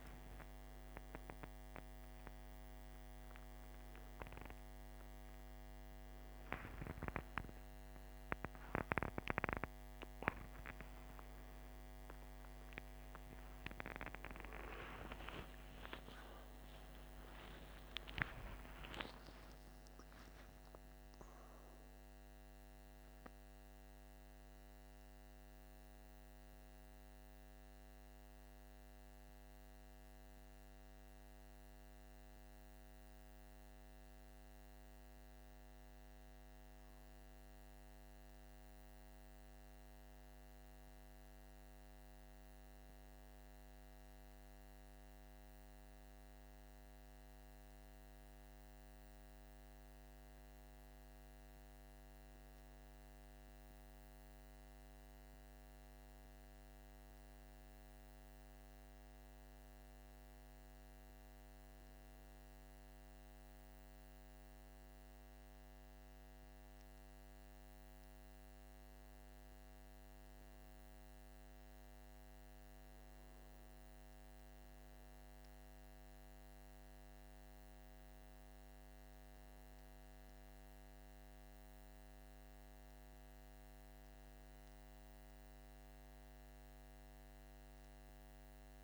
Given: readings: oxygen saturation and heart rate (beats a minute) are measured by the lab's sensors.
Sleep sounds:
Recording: a person partly awake in a sleep study, by a microphone on the trachea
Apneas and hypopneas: none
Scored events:
35.00-88.84 s: new sleep stage, N1 (lightest sleep)
From the record:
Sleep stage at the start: awake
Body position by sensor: on the back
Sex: male

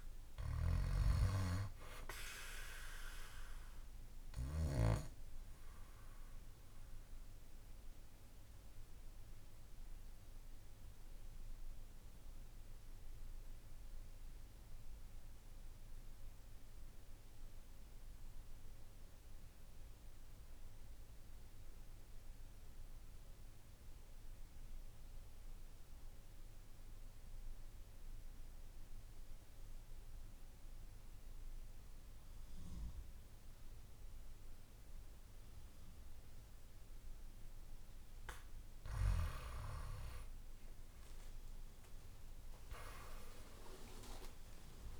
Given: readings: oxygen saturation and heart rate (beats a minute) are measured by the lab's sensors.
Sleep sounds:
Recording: breathing in sleep by a room microphone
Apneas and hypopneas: 1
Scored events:
0.00-30.50 s: oxygen desaturation (device-marked, oxygen 87% lowest, heart rate 52 extreme)
4.50-37.00 s: obstructive apnea (oxygen 98% before, 87% lowest, heart rate 55 before, 52 extreme, up 10 after)
40.00-44.99 s: arousal
43.50-44.99 s: oxygen desaturation (device-marked, oxygen 97% before, 87% lowest, heart rate 56 before, 54 extreme)
From the record:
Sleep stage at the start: N2 (light sleep)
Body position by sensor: on the back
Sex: male

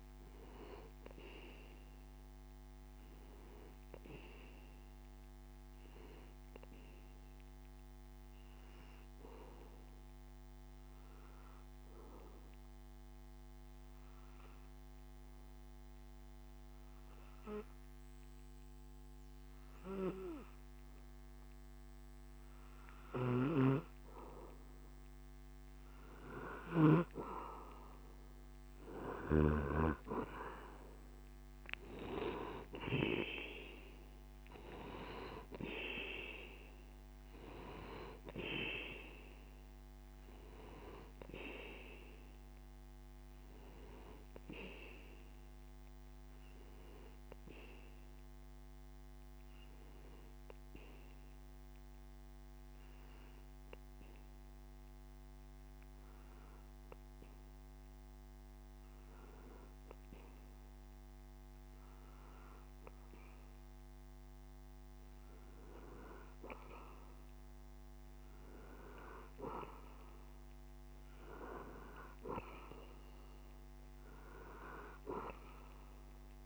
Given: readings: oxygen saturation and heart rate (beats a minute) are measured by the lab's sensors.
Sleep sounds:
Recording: breathing in sleep by a microphone on the trachea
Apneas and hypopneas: 2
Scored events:
7.50-25.00 s: obstructive apnea (oxygen 95% before, 92% lowest)
27.00-30.50 s: arousal
35.00-42.00 s: oxygen desaturation (device-marked, oxygen 97% before, 92% lowest)
48.00-63.00 s: hypopnea (oxygen 97% before, 92% lowest)
65.50-69.00 s: arousal
From the record:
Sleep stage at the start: N2 (light sleep)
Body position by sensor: on the back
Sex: male

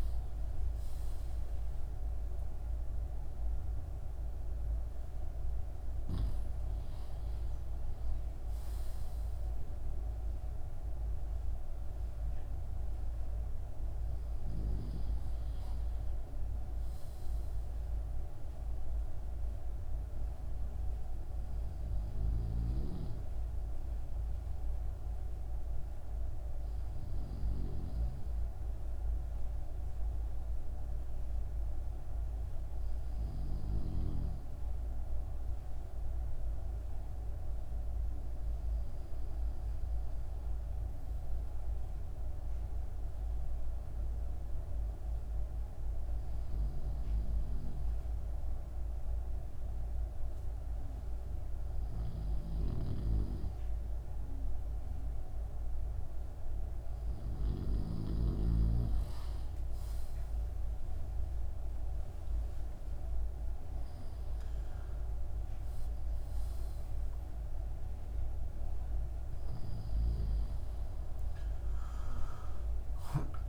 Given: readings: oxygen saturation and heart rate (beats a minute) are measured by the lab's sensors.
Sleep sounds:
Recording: breathing in sleep by a room microphone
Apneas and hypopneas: 1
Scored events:
1.00-5.50 s: arousal
19.50-55.00 s: hypopnea (oxygen 96% before, 95% lowest)
61.00-65.50 s: arousal
From the record:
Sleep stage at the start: N2 (light sleep)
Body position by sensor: on the left side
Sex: male

